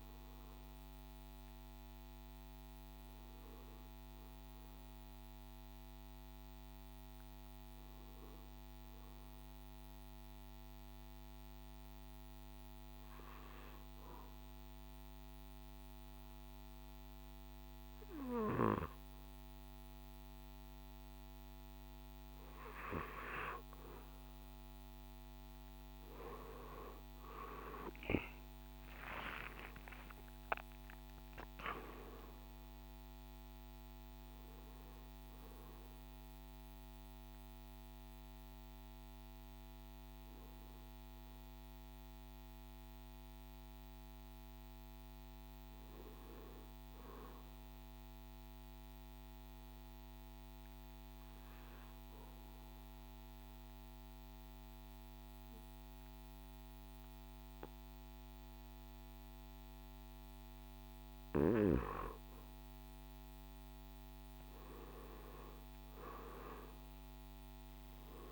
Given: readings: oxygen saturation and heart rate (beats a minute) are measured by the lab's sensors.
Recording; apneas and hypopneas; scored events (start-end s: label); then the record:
breathing in sleep by a microphone on the trachea; 2
0.00-7.00 s: drop in pulse transit time (device-marked, heart rate 63 extreme)
2.00-20.00 s: oxygen desaturation (device-marked, oxygen 95% before, 89% lowest, heart rate 62 before, 60 extreme)
10.00-21.50 s: obstructive apnea (oxygen 97% before, 89% lowest, heart rate 63 before, 60 extreme, up 6 after)
28.00-32.50 s: arousal
31.00-44.00 s: drop in pulse transit time (device-marked, heart rate 62 before, 62 extreme)
35.00-56.00 s: oxygen desaturation (device-marked, oxygen 96% before, 90% lowest, heart rate 64 before, 55 extreme)
48.00-60.00 s: obstructive apnea (oxygen 96% before, 89% lowest, heart rate 65 before, 55 extreme, up 3 after)
60.50-65.50 s: arousal
From the record:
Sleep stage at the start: N2 (light sleep); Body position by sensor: on the back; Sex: male